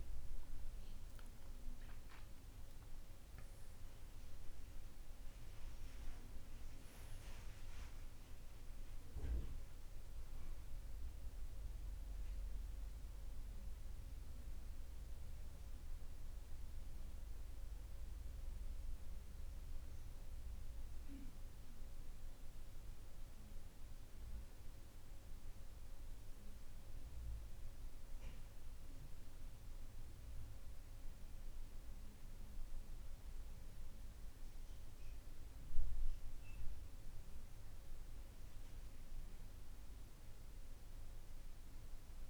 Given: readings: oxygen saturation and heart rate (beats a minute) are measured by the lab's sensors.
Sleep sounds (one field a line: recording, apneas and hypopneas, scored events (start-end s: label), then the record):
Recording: breathing in sleep, hard to hear, by a room microphone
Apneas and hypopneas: none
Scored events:
0.00-5.50 s: oxygen desaturation (device-marked, oxygen 91% lowest, heart rate 54 extreme)
2.00-5.50 s: arousal
From the record:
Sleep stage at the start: N2 (light sleep)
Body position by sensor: on the back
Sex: male